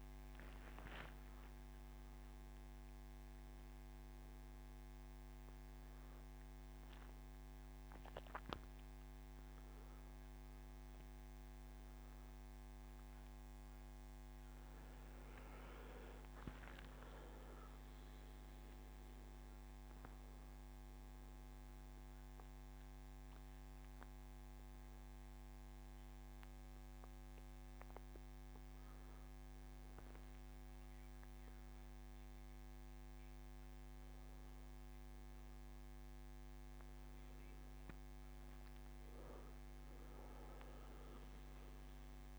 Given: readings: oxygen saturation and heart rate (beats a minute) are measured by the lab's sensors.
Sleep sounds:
a person partly awake in a sleep study, hard to hear, by a microphone on the trachea; none
16.00-42.39 s: new sleep stage, N2 (light sleep)
20.00-30.00 s: oxygen desaturation (device-marked, oxygen 96% before, 93% lowest, heart rate 93 before, 79 extreme)
From the record:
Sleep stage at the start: awake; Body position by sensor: on the back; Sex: male

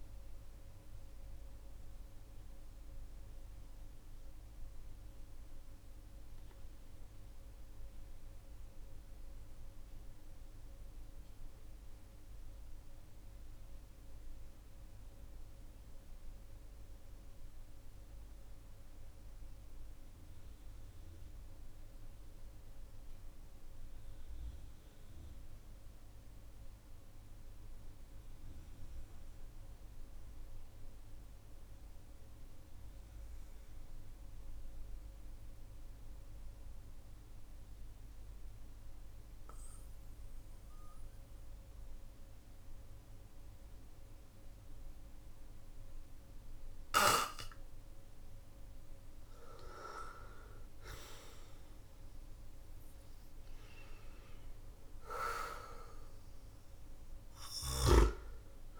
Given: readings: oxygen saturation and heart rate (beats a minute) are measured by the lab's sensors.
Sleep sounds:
breathing in sleep by a room microphone; 1
0.00-15.00 s: oxygen desaturation (device-marked, oxygen 93% lowest, heart rate 43 extreme)
2.50-47.50 s: obstructive apnea (oxygen 98% before, 91% lowest, heart rate 51 before, 43 extreme, up 12 after)
48.50-53.00 s: arousal
From the record:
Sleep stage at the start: N2 (light sleep); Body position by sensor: on the back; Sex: male

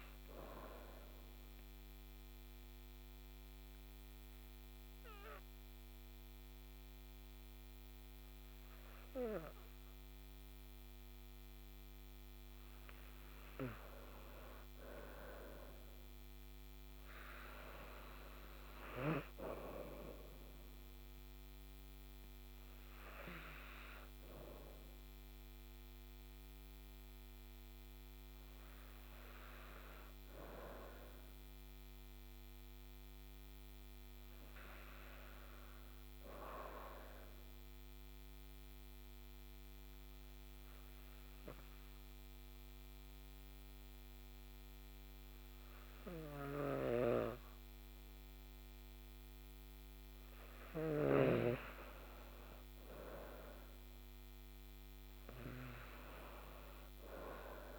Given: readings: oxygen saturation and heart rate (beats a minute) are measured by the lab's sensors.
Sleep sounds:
breathing in sleep by a microphone on the trachea; 2
1.00-12.00 s: oxygen desaturation (device-marked, oxygen 98% before, 94% lowest, heart rate 83 before, 58 extreme)
1.50-13.50 s: obstructive apnea (oxygen 98% before, 94% lowest, heart rate 83 before, 58 extreme, up 51 after)
16.00-19.00 s: arousal
30.00-44.00 s: oxygen desaturation (device-marked, oxygen 98% before, 94% lowest, heart rate 84 before, 60 extreme)
38.50-50.50 s: obstructive apnea (oxygen 98% before, 90% lowest, heart rate 82 before, 60 extreme)
53.00-56.00 s: arousal
From the record:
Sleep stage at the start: N2 (light sleep); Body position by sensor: on the back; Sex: female

